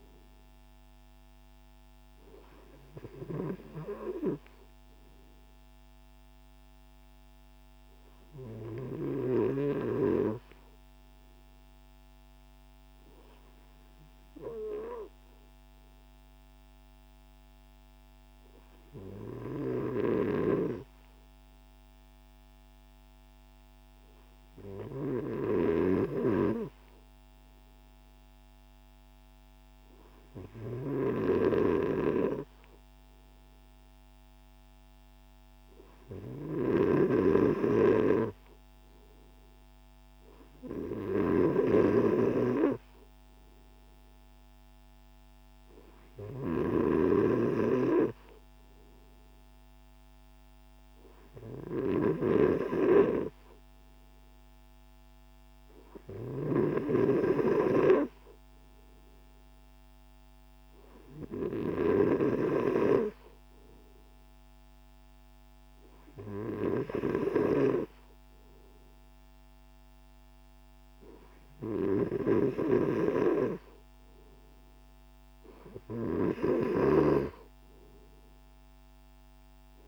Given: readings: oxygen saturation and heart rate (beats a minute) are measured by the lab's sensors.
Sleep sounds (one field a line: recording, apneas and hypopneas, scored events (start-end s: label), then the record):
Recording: breathing in sleep by a microphone on the trachea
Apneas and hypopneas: 1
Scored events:
0.00-10.00 s: oxygen desaturation (device-marked, oxygen 94% lowest)
10.00-33.00 s: obstructive apnea (oxygen 98% before, 95% lowest)
34.50-38.50 s: arousal
55.00-79.88 s: new sleep stage, N3 (deep sleep)
From the record:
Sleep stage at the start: N2 (light sleep)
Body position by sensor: on the right side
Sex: male